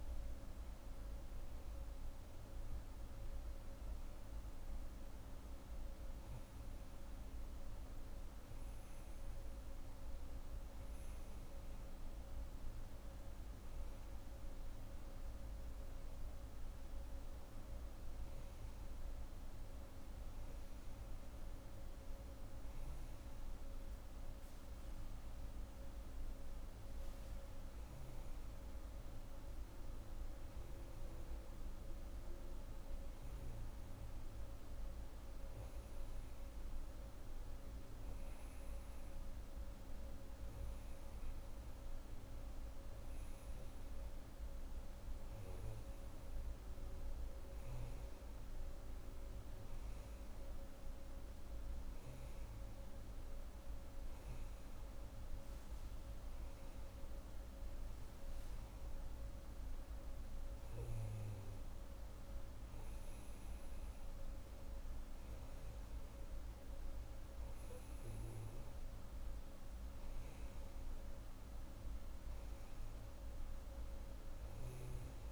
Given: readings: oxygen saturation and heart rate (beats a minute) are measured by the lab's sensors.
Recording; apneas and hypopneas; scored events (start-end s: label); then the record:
breathing in sleep, hard to hear, by a room microphone; none
none scored
From the record:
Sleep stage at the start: N1 (lightest sleep); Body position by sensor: on the back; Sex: female